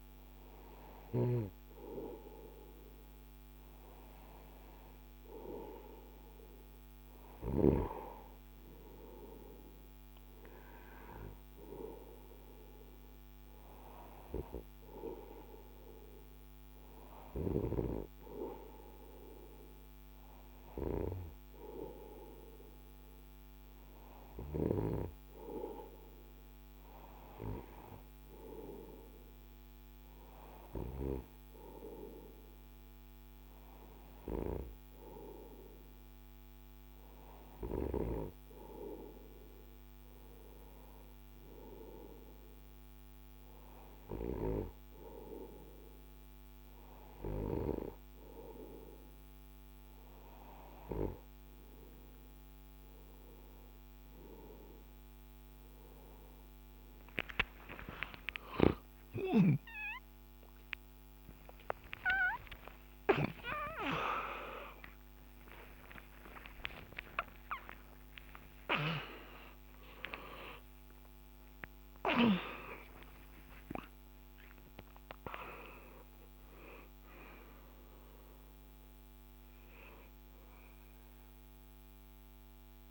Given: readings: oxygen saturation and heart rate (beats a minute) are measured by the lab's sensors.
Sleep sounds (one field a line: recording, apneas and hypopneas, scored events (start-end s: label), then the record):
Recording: breathing in sleep by a microphone on the trachea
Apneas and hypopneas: none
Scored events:
58.00-70.00 s: tachycardia (device-marked, heart rate 71 before, 160 extreme)
66.00-82.91 s: new sleep stage, awake
From the record:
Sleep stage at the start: N2 (light sleep)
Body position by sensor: on the right side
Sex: male